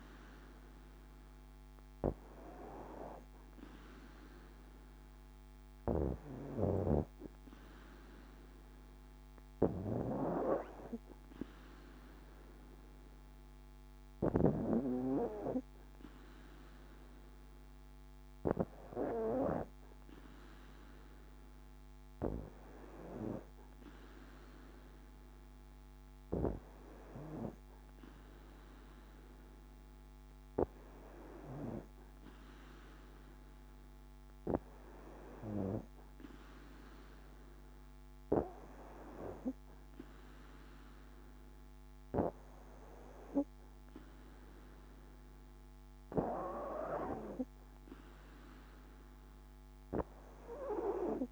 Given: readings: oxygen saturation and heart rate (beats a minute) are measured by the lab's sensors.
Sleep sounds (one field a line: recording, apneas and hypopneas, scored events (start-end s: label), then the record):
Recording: breathing in sleep by a microphone on the trachea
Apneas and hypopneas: none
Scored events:
none scored
From the record:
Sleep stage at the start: N2 (light sleep)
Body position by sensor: on the back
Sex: female